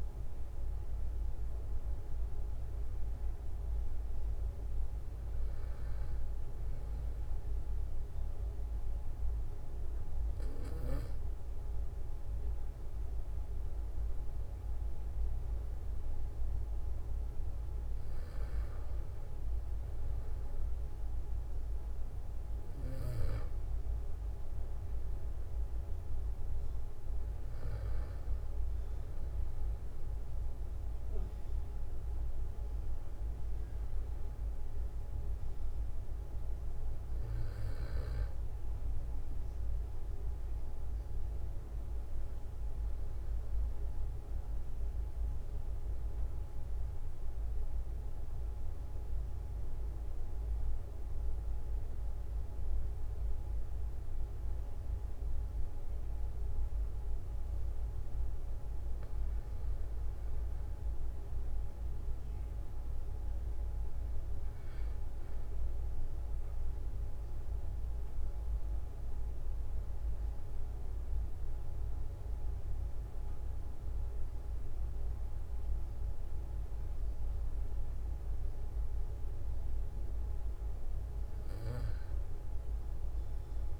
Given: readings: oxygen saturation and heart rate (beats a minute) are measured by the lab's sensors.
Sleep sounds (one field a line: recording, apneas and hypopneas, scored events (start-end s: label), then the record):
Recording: breathing in sleep, hard to hear, by a room microphone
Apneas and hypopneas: 1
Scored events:
35.50-40.00 s: arousal
45.00-59.00 s: obstructive apnea (oxygen 95% before, 92% lowest, heart rate 46 before, 44 extreme, up 2 after)
61.00-66.00 s: arousal
From the record:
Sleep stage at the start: N2 (light sleep)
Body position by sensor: on the back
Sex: male